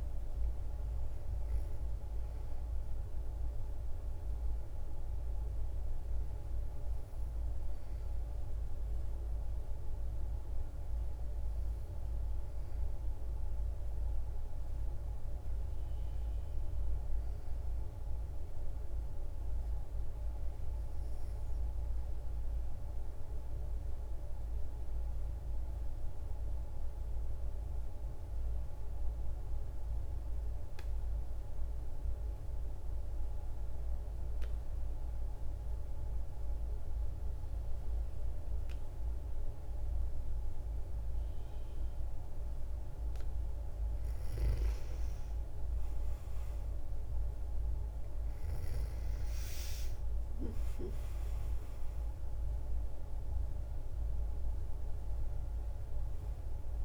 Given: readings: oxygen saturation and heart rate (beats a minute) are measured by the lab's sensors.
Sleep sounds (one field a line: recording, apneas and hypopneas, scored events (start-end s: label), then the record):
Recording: breathing in sleep, hard to hear, by a room microphone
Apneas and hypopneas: 1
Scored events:
15.00-18.50 s: arousal
23.50-43.00 s: obstructive apnea (oxygen 94% before, 84% lowest, heart rate 57 before, 54 extreme, up 5 after)
40.00-56.85 s: oxygen desaturation (device-marked, oxygen 94% before, 84% lowest, heart rate 58 before, 54 extreme)
44.50-49.00 s: arousal
From the record:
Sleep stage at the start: N2 (light sleep)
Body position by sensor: on the back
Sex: female